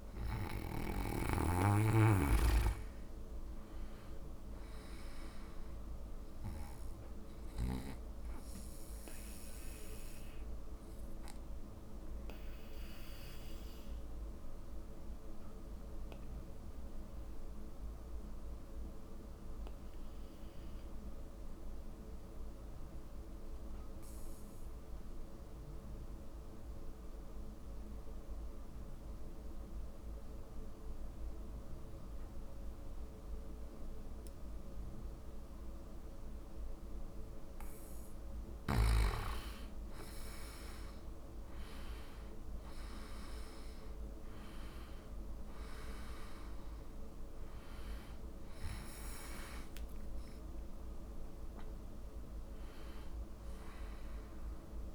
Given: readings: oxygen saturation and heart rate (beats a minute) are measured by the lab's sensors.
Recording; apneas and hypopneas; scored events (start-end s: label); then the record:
breathing in sleep by a room microphone; 1
0.00-26.00 s: oxygen desaturation (device-marked, oxygen 89% lowest, heart rate 51 extreme)
8.50-37.00 s: obstructive apnea (oxygen 97% before, 88% lowest, heart rate 58 before, 51 extreme, up 9 after)
41.00-44.00 s: arousal
43.00-54.95 s: oxygen desaturation (device-marked, oxygen 97% before, 88% lowest, heart rate 53 before, 50 extreme)
From the record:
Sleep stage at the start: N2 (light sleep); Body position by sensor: on the back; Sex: male